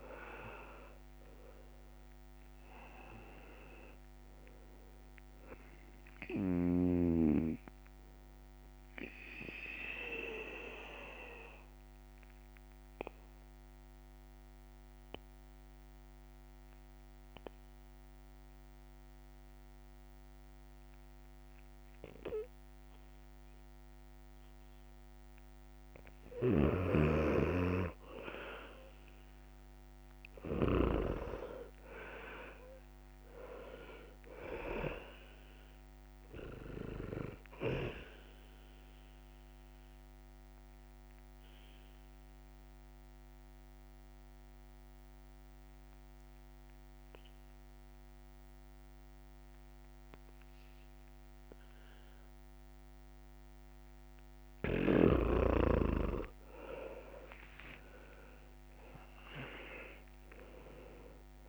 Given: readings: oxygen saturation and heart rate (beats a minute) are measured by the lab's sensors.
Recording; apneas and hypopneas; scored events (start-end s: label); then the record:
breathing in sleep by a microphone on the trachea; 2
0.00-2.00 s: arousal
9.00-25.00 s: obstructive apnea (oxygen 98% before, 89% lowest, heart rate 69 before, 64 extreme, up 5 after)
10.50-27.50 s: oxygen desaturation (device-marked, oxygen 98% before, 90% lowest, heart rate 70 before, 64 extreme)
29.50-33.50 s: arousal
38.00-53.00 s: obstructive apnea (oxygen 98% before, 89% lowest, heart rate 67 before, 64 extreme, up 9 after)
38.50-58.50 s: oxygen desaturation (device-marked, oxygen 98% before, 89% lowest, heart rate 67 before, 64 extreme)
57.00-61.49 s: arousal
From the record:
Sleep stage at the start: N2 (light sleep); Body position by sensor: on the back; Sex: male